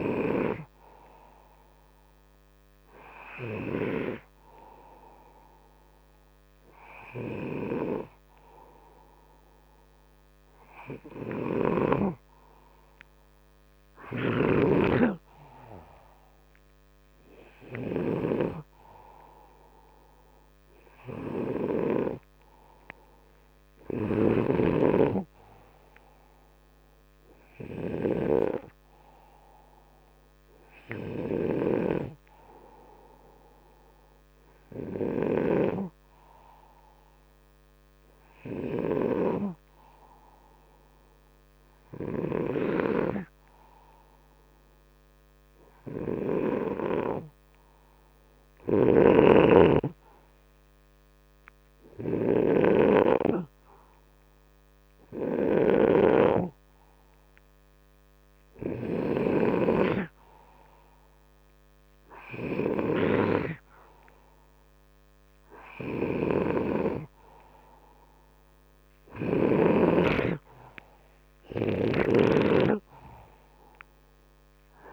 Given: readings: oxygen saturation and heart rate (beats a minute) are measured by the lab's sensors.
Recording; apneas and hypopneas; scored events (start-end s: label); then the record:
breathing in sleep by a microphone on the trachea; none
13.50-35.50 s: snoring (device-marked)
48.50-59.00 s: snoring (device-marked)
71.50-74.93 s: oxygen desaturation (device-marked, oxygen 94% before, 91% lowest, heart rate 67 before, 60 extreme)
71.50-74.93 s: snoring (device-marked)
From the record:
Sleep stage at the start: N2 (light sleep); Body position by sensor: upright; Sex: male